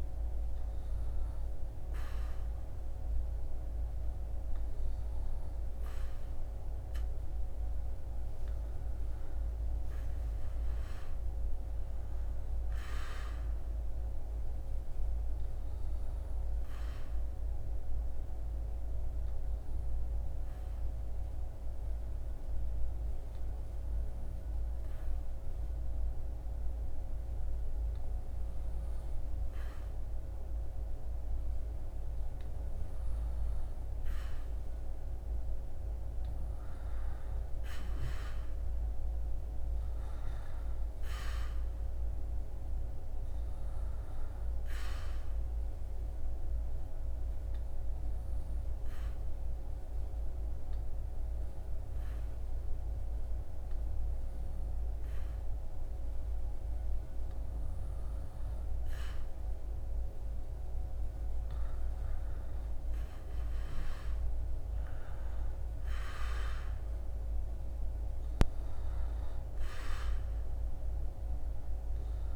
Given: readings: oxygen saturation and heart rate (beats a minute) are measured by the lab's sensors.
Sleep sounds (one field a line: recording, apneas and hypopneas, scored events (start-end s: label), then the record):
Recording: breathing in sleep, hard to hear, by a room microphone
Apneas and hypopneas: 2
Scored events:
16.50-31.50 s: obstructive apnea (oxygen 98% before, 95% lowest, heart rate 76 before, 64 extreme, up 12 after)
34.50-38.50 s: arousal
45.50-59.00 s: obstructive apnea (oxygen 98% before, 96% lowest, heart rate 71 before, 64 extreme, up 11 after)
From the record:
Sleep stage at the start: N1 (lightest sleep)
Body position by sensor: on the back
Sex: male